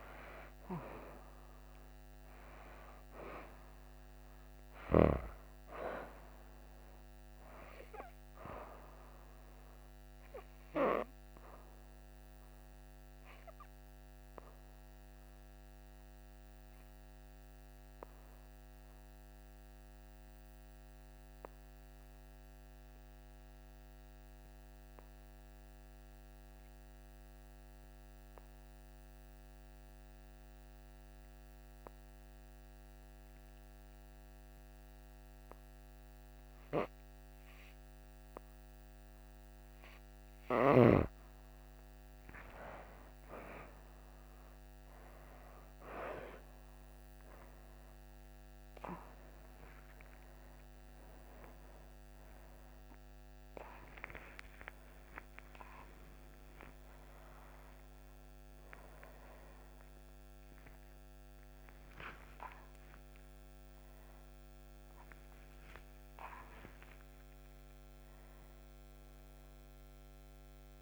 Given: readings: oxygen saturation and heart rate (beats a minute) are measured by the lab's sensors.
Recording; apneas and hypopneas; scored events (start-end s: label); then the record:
a person partly awake in a sleep study, by a microphone on the trachea; 1
0.00-2.00 s: arousal
0.00-28.50 s: oxygen desaturation (device-marked, oxygen 88% lowest, heart rate 58 extreme)
10.00-38.50 s: obstructive apnea (oxygen 98% before, 88% lowest, heart rate 65 before, 58 extreme, up 12 after)
35.50-65.50 s: new sleep stage, awake
45.50-64.50 s: oxygen desaturation (device-marked, oxygen 97% before, 91% lowest, heart rate 62 before, 61 extreme)
65.50-70.81 s: new sleep stage, N2 (light sleep)
From the record:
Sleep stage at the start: N2 (light sleep); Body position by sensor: on the back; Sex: female